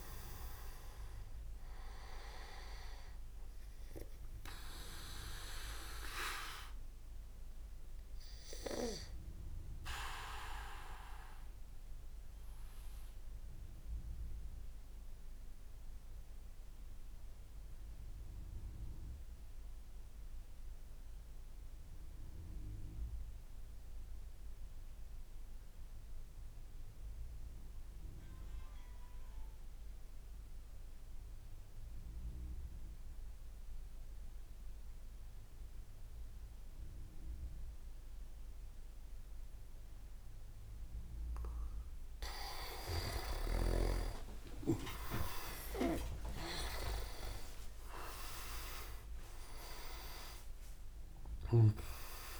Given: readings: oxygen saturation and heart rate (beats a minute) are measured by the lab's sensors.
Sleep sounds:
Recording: breathing in sleep by a room microphone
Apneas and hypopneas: 1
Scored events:
0.00-10.00 s: oxygen desaturation (device-marked, oxygen 93% lowest)
6.50-42.00 s: obstructive apnea (oxygen 99% before, 93% lowest, heart rate 52 before, 27 extreme, up 26 after)
42.50-51.00 s: leg movement (device-marked)
45.00-50.00 s: arousal
From the record:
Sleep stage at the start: N2 (light sleep)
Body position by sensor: on the back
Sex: male

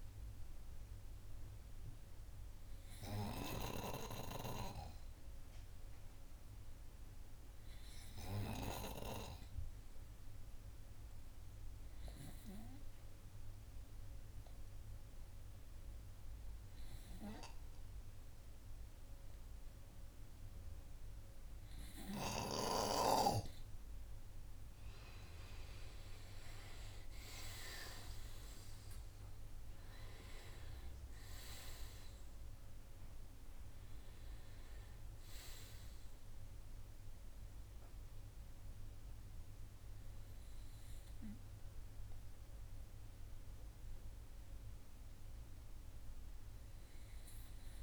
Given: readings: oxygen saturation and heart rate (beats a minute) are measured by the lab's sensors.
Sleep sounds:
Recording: breathing in sleep by a room microphone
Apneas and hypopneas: none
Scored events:
none scored
From the record:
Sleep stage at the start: N2 (light sleep)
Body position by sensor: on the right side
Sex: male

